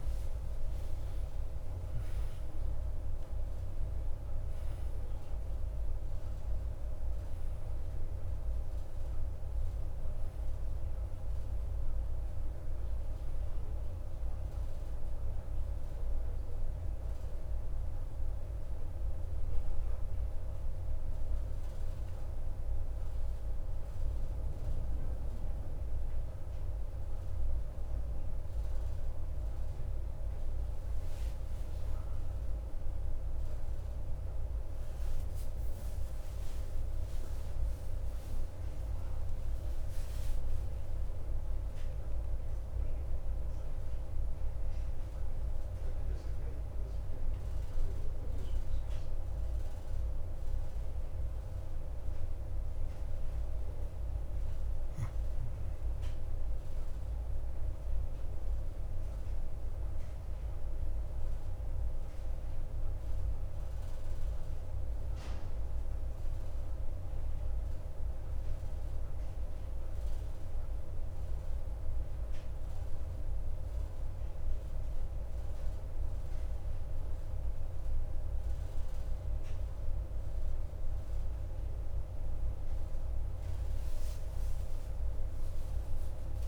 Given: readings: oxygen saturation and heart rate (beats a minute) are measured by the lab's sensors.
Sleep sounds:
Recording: a person partly awake in a sleep study, hard to hear, by a room microphone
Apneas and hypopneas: 1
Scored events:
0.00-5.50 s: tachycardia (device-marked, heart rate 159 extreme)
11.50-35.50 s: oxygen desaturation (device-marked, oxygen 95% before, 88% lowest, heart rate 106 before, 53 extreme)
18.50-48.50 s: new sleep stage, awake
32.50-38.50 s: tachycardia (device-marked, heart rate 63 before, 119 extreme)
48.50-78.50 s: new sleep stage, N2 (light sleep)
63.00-80.00 s: hypopnea (oxygen 99% before, 91% lowest, heart rate 56 before, 55 extreme, up 1 after)
66.50-86.48 s: oxygen desaturation (device-marked, oxygen 99% before, 93% lowest, heart rate 54 before, 55 extreme)
78.50-86.48 s: new sleep stage, N1 (lightest sleep)
83.50-86.48 s: arousal
From the record:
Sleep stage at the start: N1 (lightest sleep)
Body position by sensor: on the back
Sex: male

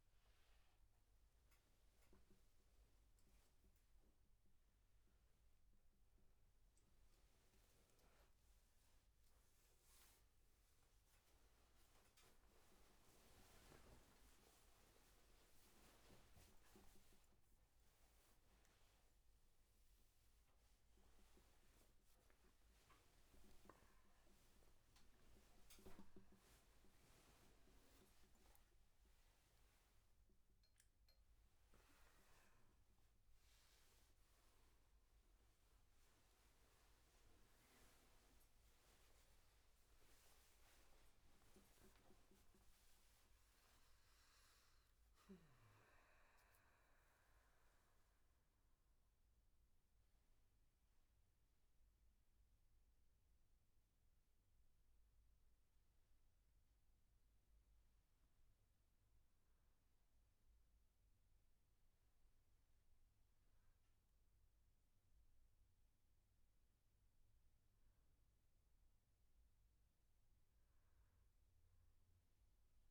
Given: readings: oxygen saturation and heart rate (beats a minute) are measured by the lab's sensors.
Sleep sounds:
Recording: a person partly awake in a sleep study, hard to hear, by a room microphone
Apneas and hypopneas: none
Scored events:
0.00-7.00 s: tachycardia (device-marked, heart rate 117 extreme)
19.00-32.00 s: tachycardia (device-marked, heart rate 88 before, 132 extreme)
22.00-24.00 s: long interval between heartbeats (device-marked, heart rate 104 before, 114 extreme)
24.50-26.50 s: long interval between heartbeats (device-marked, heart rate 105 before, 131 extreme)
33.00-72.91 s: new sleep stage, N1 (lightest sleep)
From the record:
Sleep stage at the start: awake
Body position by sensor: on the back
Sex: male

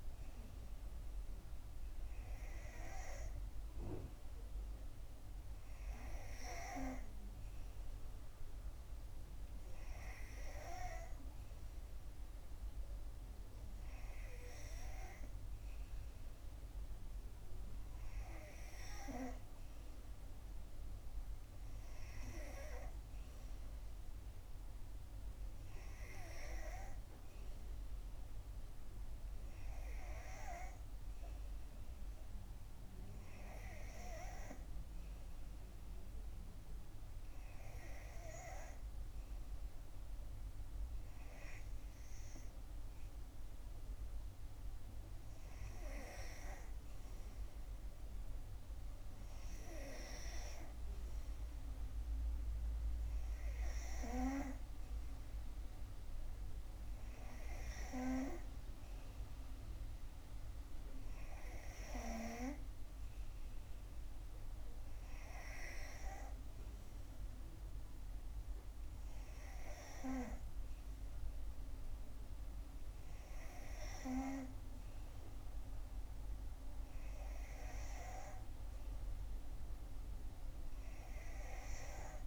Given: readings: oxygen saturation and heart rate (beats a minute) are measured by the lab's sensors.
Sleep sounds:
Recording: breathing in sleep by a room microphone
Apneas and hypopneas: none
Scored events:
42.50-44.50 s: long interval between heartbeats (device-marked, heart rate 64 before, 76 extreme)
From the record:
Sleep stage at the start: N2 (light sleep)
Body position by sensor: on the back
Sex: female

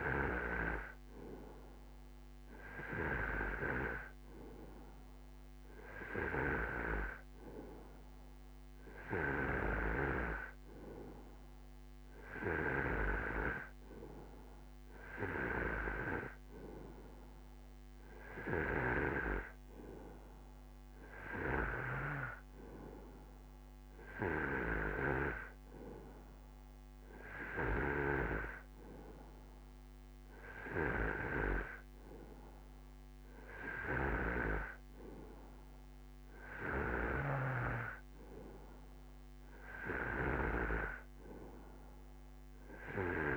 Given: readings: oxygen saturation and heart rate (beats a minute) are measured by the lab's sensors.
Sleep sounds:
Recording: breathing in sleep by a microphone on the trachea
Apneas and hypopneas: none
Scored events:
none scored
From the record:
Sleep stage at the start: N2 (light sleep)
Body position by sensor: on the right side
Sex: male

